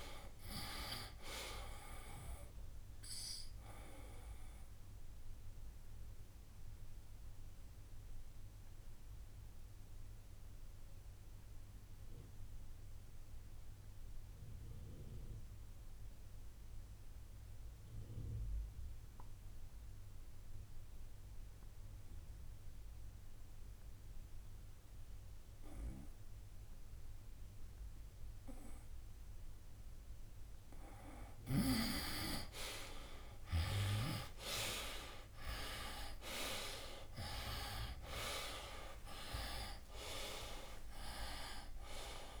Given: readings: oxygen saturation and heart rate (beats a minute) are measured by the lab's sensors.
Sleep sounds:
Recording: breathing in sleep by a room microphone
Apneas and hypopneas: 1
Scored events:
0.00-27.50 s: oxygen desaturation (device-marked, oxygen 83% lowest, heart rate 64 extreme)
4.50-30.00 s: obstructive apnea (oxygen 97% before, 83% lowest, heart rate 70 before, 64 extreme, up 12 after)
29.50-42.40 s: oxygen desaturation (device-marked, oxygen 98% before, 83% lowest, heart rate 65 before, 64 extreme)
33.00-38.00 s: arousal
From the record:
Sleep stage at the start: N2 (light sleep)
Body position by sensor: on the right side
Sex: male

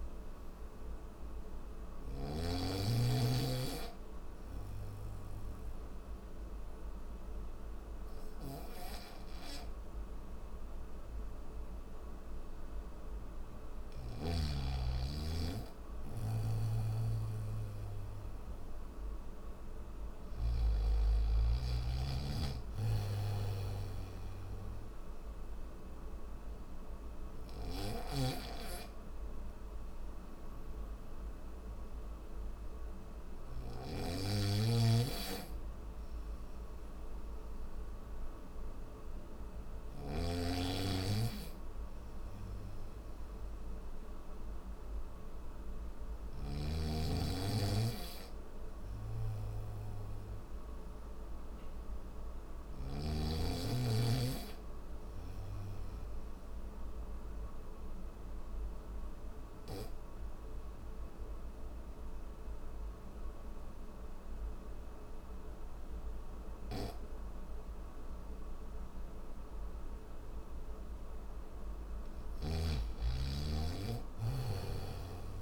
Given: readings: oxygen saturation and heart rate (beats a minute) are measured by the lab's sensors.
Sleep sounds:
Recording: breathing in sleep by a room microphone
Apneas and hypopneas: none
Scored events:
16.00-20.00 s: snoring (device-marked)
22.00-39.50 s: snoring (device-marked)
74.00-75.42 s: snoring (device-marked)
From the record:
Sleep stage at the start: N3 (deep sleep)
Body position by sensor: on the back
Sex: male

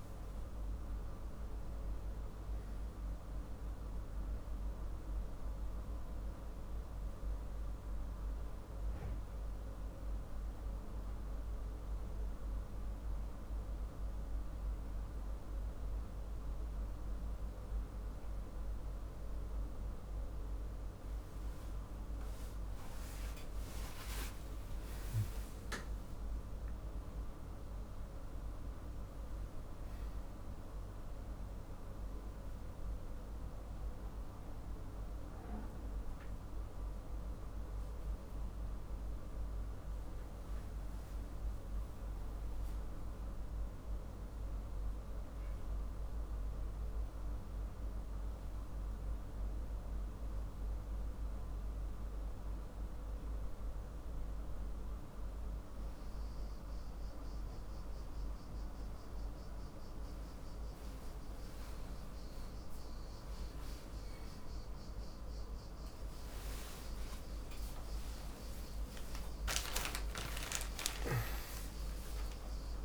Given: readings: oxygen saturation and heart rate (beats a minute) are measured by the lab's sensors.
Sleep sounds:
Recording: breathing in sleep, hard to hear, by a room microphone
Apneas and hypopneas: 2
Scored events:
8.00-20.50 s: hypopnea (oxygen 97% before, 93% lowest, heart rate 60 before, 54 extreme, up 25 after)
24.00-27.00 s: arousal
45.00-60.00 s: hypopnea (oxygen 97% before, 93% lowest, heart rate 65 before, 54 extreme, up 9 after)
63.50-72.84 s: new sleep stage, awake
From the record:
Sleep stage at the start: N2 (light sleep)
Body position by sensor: on the back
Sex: male

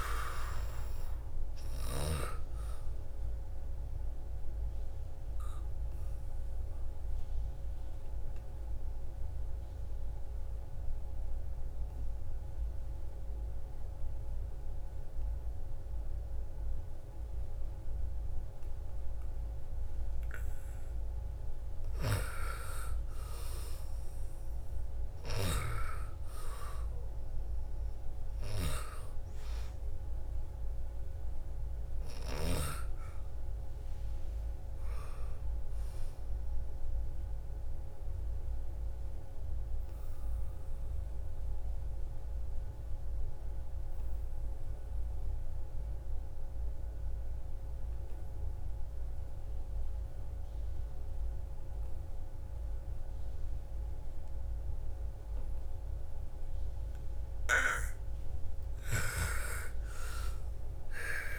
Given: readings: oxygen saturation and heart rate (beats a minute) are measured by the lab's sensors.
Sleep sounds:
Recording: breathing in sleep by a room microphone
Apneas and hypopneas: 2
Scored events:
0.00-21.50 s: oxygen desaturation (device-marked, oxygen 82% lowest, heart rate 57 extreme)
4.00-20.00 s: obstructive apnea (oxygen 97% before, 81% lowest, heart rate 59 before, 57 extreme, up 8 after)
22.50-27.00 s: arousal
27.50-39.50 s: oxygen desaturation (device-marked, oxygen 98% before, 89% lowest, heart rate 59 before, 56 extreme)
37.00-56.50 s: obstructive apnea (oxygen 98% before, 81% lowest, heart rate 62 before, 53 extreme, up 10 after)
58.50-61.39 s: oxygen desaturation (device-marked, oxygen 98% before, 81% lowest, heart rate 58 before, 53 extreme)
59.00-61.39 s: arousal
From the record:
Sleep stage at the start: N2 (light sleep)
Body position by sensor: on the back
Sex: female

